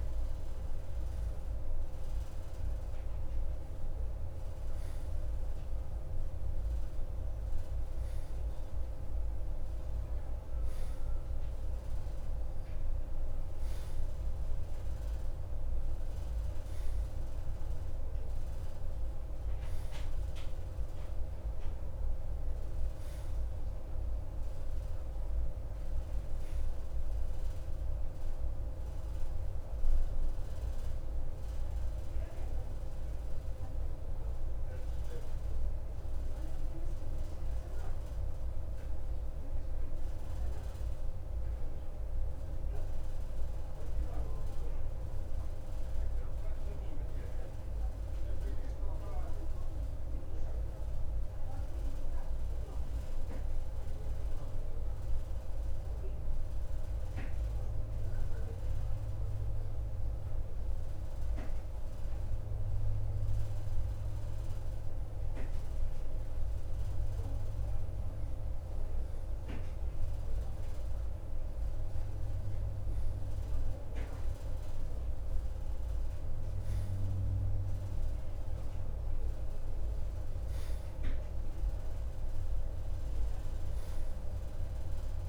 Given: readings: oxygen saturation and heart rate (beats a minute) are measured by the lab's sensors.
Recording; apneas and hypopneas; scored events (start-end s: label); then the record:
breathing in sleep, hard to hear, by a room microphone; 1
1.00-5.50 s: arousal
22.50-45.50 s: oxygen desaturation (device-marked, oxygen 95% before, 92% lowest, heart rate 55 before, 53 extreme)
37.50-63.50 s: mixed apnea (oxygen 96% before, 92% lowest, heart rate 56 before, 52 extreme, up 1 after)
68.00-72.50 s: arousal
From the record:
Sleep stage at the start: N2 (light sleep); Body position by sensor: on the right side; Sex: male